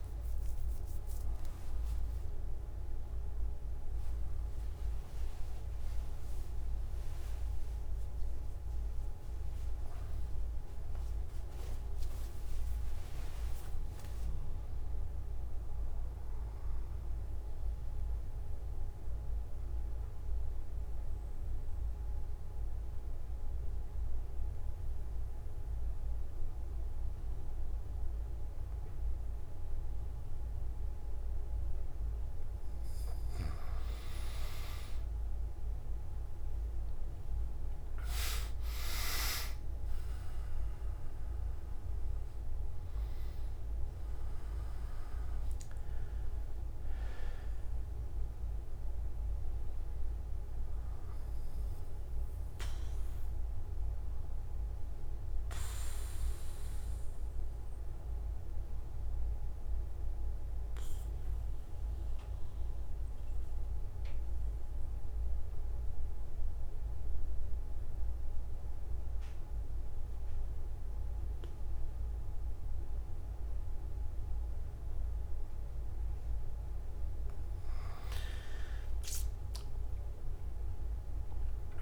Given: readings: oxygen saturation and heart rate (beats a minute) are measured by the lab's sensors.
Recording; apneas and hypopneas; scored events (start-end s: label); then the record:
breathing in sleep, hard to hear, by a room microphone; 2
0.00-16.50 s: oxygen desaturation (device-marked, oxygen 94% lowest)
16.50-33.00 s: central apnea (oxygen 99% before, 92% lowest)
38.50-68.50 s: oxygen desaturation (device-marked, oxygen 98% before, 92% lowest)
53.00-77.50 s: mixed apnea (oxygen 99% before, 92% lowest)
From the record:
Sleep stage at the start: N3 (deep sleep); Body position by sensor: on the back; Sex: male